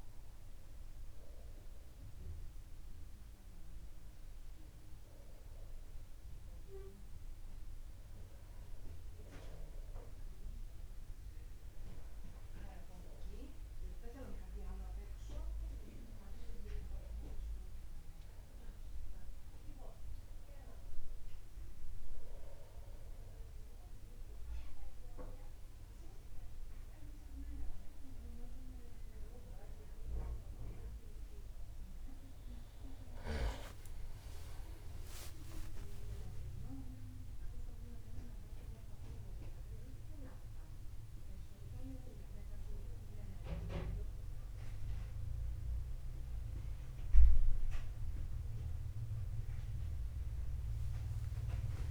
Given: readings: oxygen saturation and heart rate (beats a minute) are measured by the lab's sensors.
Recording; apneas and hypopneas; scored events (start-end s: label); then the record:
breathing in sleep by a room microphone; none
34.00-36.00 s: long interval between heartbeats (device-marked)
36.50-38.50 s: long interval between heartbeats (device-marked)
44.50-51.91 s: new sleep stage, awake
From the record:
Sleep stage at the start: N1 (lightest sleep); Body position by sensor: upright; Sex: male